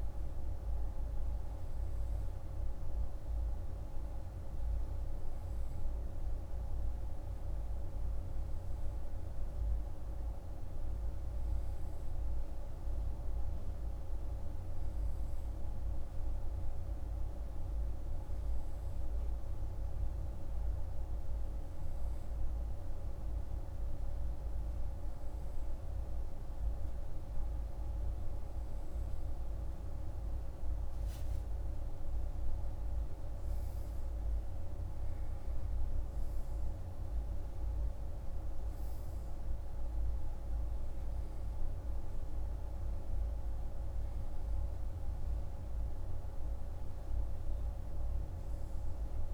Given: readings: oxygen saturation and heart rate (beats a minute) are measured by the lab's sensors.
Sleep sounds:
breathing in sleep, hard to hear, by a room microphone; none
none scored
From the record:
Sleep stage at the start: N3 (deep sleep); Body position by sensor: on the right side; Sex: male

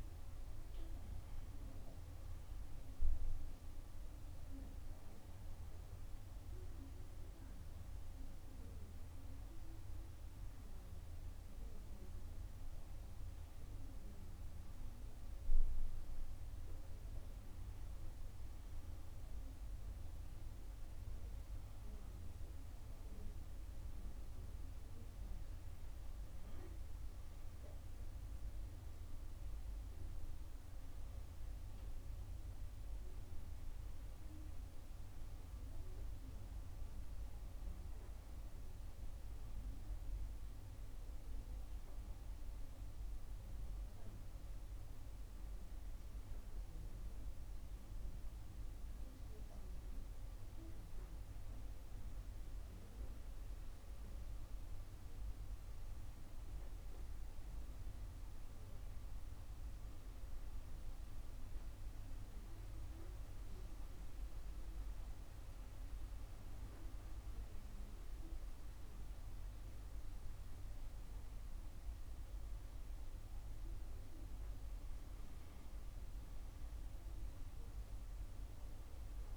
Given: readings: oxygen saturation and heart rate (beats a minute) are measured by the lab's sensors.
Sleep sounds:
breathing in sleep, hard to hear, by a room microphone; none
none scored
From the record:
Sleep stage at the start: N2 (light sleep); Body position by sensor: on the right side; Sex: female

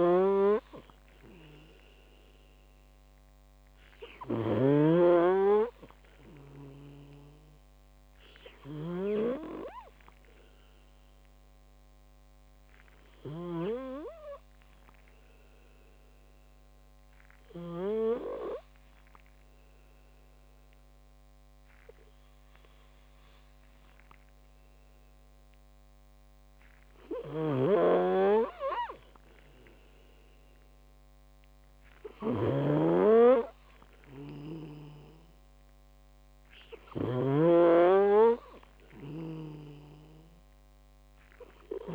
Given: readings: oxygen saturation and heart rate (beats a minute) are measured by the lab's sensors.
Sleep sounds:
breathing in sleep by a microphone on the trachea; 1
0.00-18.00 s: snoring (device-marked)
13.00-27.50 s: obstructive apnea (oxygen 95% before, 92% lowest)
27.50-41.95 s: snoring (device-marked)
29.50-34.00 s: arousal
31.50-39.50 s: oxygen desaturation (device-marked, oxygen 96% before, 92% lowest)
From the record:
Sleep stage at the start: N2 (light sleep); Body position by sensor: on the back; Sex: male

